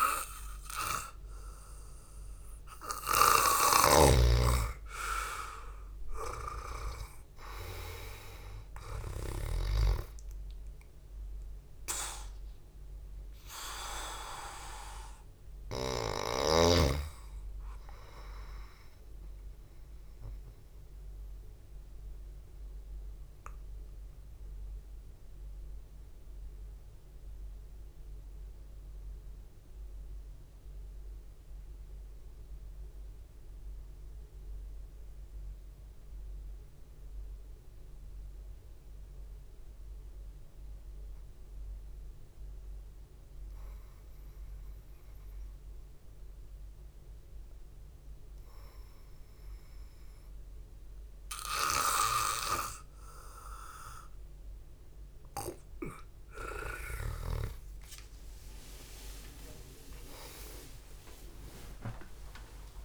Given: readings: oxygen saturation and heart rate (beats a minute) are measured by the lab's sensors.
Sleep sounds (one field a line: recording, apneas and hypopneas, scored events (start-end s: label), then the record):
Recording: breathing in sleep by a room microphone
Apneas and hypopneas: 1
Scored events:
4.00-10.00 s: snoring (device-marked)
20.50-50.00 s: mixed apnea (oxygen 98% before, 91% lowest, heart rate 59 before, 53 extreme, up 6 after)
59.50-62.85 s: arousal
From the record:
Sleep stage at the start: N2 (light sleep)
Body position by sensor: on the back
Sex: male